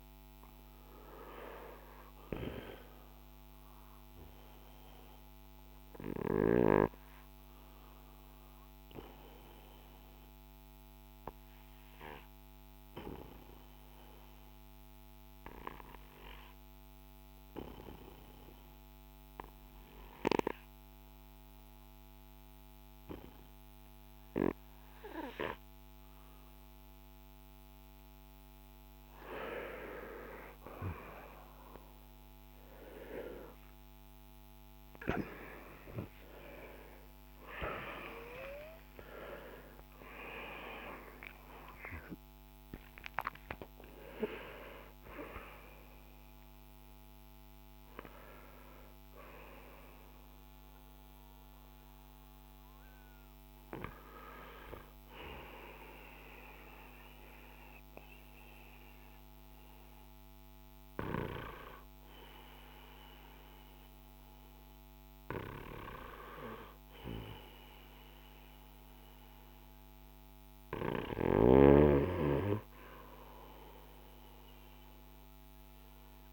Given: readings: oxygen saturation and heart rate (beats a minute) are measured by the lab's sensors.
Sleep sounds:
breathing in sleep by a microphone on the trachea; 2
2.50-28.00 s: obstructive apnea (oxygen 97% before, 91% lowest, heart rate 55 before, 38 extreme, up 4 after)
34.50-40.50 s: arousal
55.50-71.00 s: mixed apnea (oxygen 96% before, 91% lowest, heart rate 61 before, 43 extreme, up 9 after)
61.00-72.00 s: oxygen desaturation (device-marked, oxygen 94% before, 91% lowest, heart rate 60 before, 43 extreme)
71.00-76.33 s: snoring (device-marked)
74.50-76.33 s: arousal
From the record:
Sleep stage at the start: N2 (light sleep); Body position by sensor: on the back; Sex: male

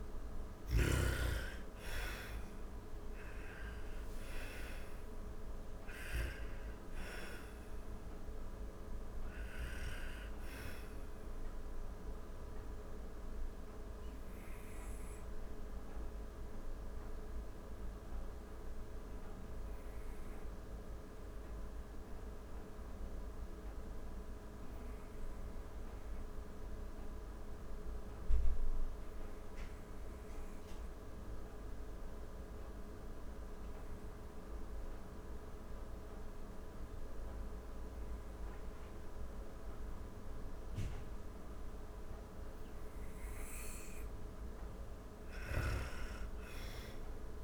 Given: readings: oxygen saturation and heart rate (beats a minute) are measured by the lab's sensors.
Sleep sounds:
breathing in sleep, hard to hear, by a room microphone; 1
0.00-3.00 s: arousal
0.00-25.00 s: oxygen desaturation (device-marked, oxygen 82% lowest)
11.50-41.00 s: obstructive apnea (oxygen 97% before, 82% lowest)
38.00-47.44 s: oxygen desaturation (device-marked, oxygen 99% before, 85% lowest)
44.50-47.44 s: arousal
From the record:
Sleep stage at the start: N2 (light sleep); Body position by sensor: on the back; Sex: female

